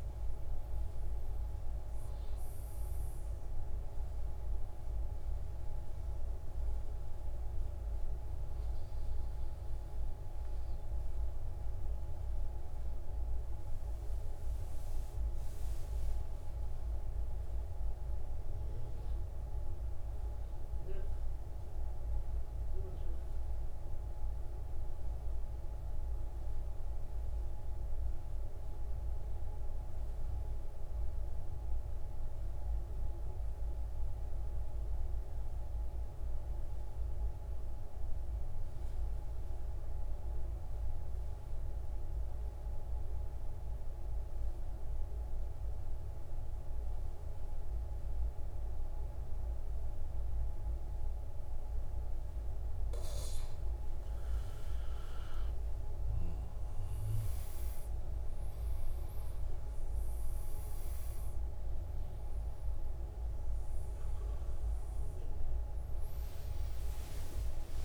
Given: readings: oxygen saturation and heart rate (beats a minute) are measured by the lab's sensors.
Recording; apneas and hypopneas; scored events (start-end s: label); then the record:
breathing in sleep, hard to hear, by a room microphone; 1
0.00-18.00 s: oxygen desaturation (device-marked, oxygen 91% lowest, heart rate 56 extreme)
17.50-52.50 s: mixed apnea (oxygen 97% before, 88% lowest, heart rate 68 before, 56 extreme, up 8 after)
42.00-67.85 s: oxygen desaturation (device-marked, oxygen 98% before, 88% lowest, heart rate 59 before, 60 extreme)
59.00-67.85 s: new sleep stage, awake
From the record:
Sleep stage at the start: N2 (light sleep); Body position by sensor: on the back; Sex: male